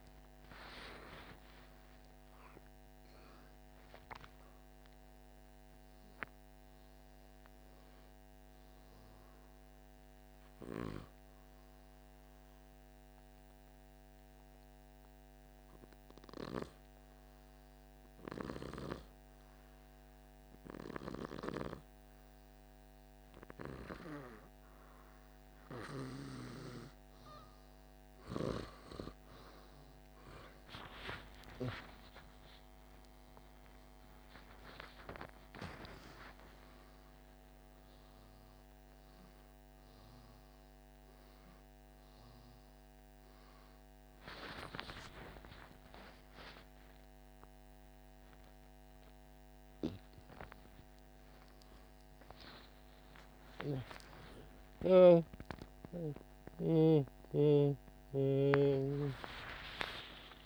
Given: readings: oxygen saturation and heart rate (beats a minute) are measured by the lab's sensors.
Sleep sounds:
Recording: a person partly awake in a sleep study, by a microphone on the trachea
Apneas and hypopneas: 1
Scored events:
1.00-6.00 s: arousal
6.00-16.00 s: oxygen desaturation (device-marked, oxygen 98% before, 88% lowest, heart rate 62 before, 48 extreme)
10.00-26.00 s: hypopnea (oxygen 98% before, 93% lowest, heart rate 63 before, 48 extreme)
30.00-60.00 s: new sleep stage, awake
60.00-60.46 s: new sleep stage, N1 (lightest sleep)
From the record:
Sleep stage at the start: N2 (light sleep)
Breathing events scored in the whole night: 209 in 5.7 hours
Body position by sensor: on the back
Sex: male

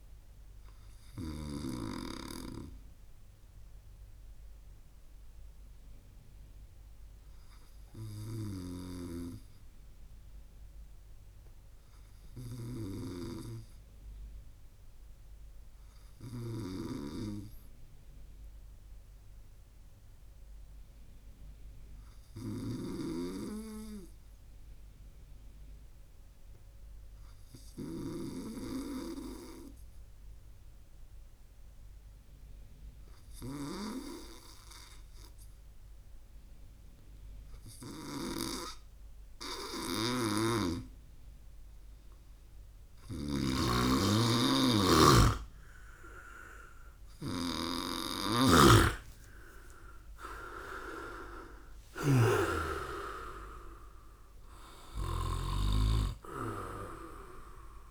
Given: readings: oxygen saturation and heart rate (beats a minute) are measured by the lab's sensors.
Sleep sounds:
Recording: breathing in sleep by a room microphone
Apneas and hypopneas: 1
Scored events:
0.00-1.00 s: snoring (device-marked)
6.00-40.00 s: hypopnea (oxygen 99% before, 96% lowest)
8.00-33.50 s: snoring (device-marked)
39.50-55.00 s: snoring (device-marked)
42.00-45.00 s: arousal
From the record:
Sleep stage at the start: N2 (light sleep)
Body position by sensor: on the right side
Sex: male

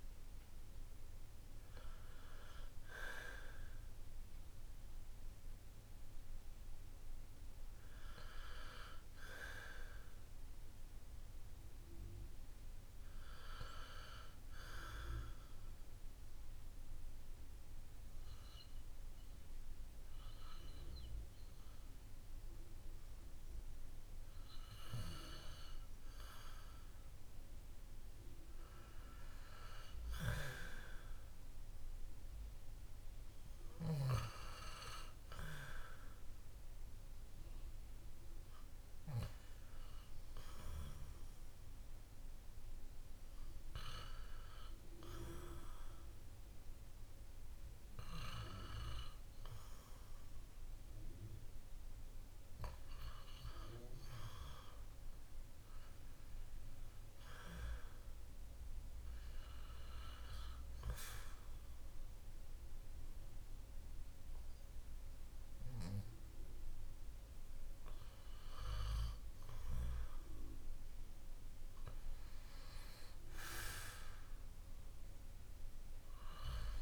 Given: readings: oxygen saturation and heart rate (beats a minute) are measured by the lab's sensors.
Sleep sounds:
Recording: breathing in sleep by a room microphone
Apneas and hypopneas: 1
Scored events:
3.00-27.50 s: obstructive apnea (oxygen 95% before, 93% lowest, heart rate 54 before, 50 extreme, up 3 after)
40.50-48.50 s: arousal
From the record:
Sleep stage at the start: N2 (light sleep)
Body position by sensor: on the back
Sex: male

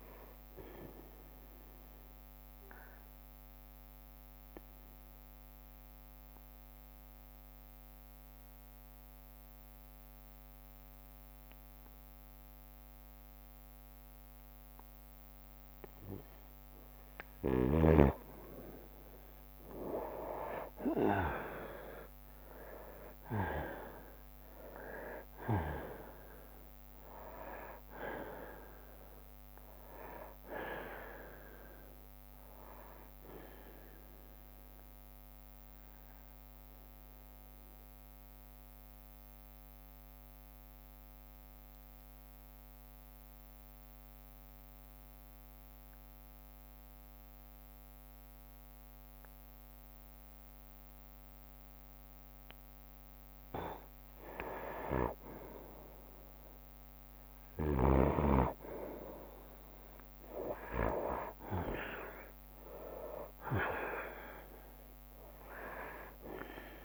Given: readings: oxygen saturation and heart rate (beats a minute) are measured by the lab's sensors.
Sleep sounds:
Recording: breathing in sleep by a microphone on the trachea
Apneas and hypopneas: 2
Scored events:
2.00-16.00 s: oxygen desaturation (device-marked, oxygen 97% before, 92% lowest, heart rate 62 before, 60 extreme)
2.50-16.50 s: obstructive apnea (oxygen 98% before, 90% lowest, heart rate 62 before, 60 extreme, up 7 after)
21.00-26.50 s: arousal
24.00-47.00 s: oxygen desaturation (device-marked, oxygen 95% before, 90% lowest, heart rate 62 before, 59 extreme)
35.00-52.50 s: obstructive apnea (oxygen 95% before, 90% lowest, heart rate 66 before, 59 extreme, up 4 after)
39.00-41.00 s: bradycardia (device-marked, heart rate 64 before, 60 extreme)
55.50-59.50 s: arousal
61.00-66.85 s: oxygen desaturation (device-marked, oxygen 98% before, 91% lowest, heart rate 61 before, 60 extreme)
62.00-66.85 s: drop in pulse transit time (device-marked, heart rate 61 before, 65 extreme)
From the record:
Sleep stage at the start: N2 (light sleep)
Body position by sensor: on the right side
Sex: male

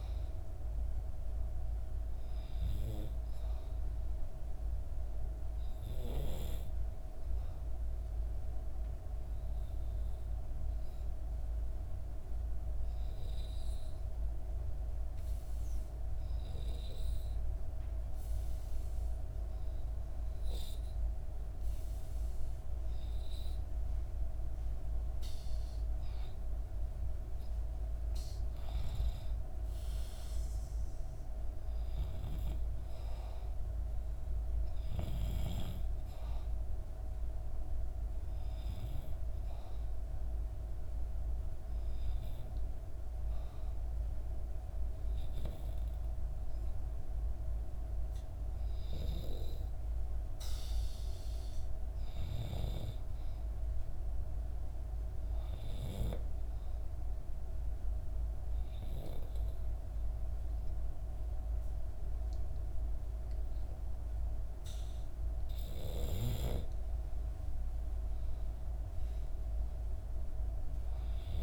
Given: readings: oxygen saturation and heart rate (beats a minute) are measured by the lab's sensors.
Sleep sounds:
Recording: breathing in sleep, hard to hear, by a room microphone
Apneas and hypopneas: 2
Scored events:
5.00-24.00 s: obstructive apnea (oxygen 96% before, 93% lowest, heart rate 65 before, 63 extreme, up 3 after)
27.50-31.00 s: arousal
56.00-66.50 s: obstructive apnea (oxygen 96% before, 93% lowest, heart rate 64 before, 62 extreme, up 4 after)
68.00-71.42 s: arousal
From the record:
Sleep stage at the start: N2 (light sleep)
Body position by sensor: on the back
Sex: female

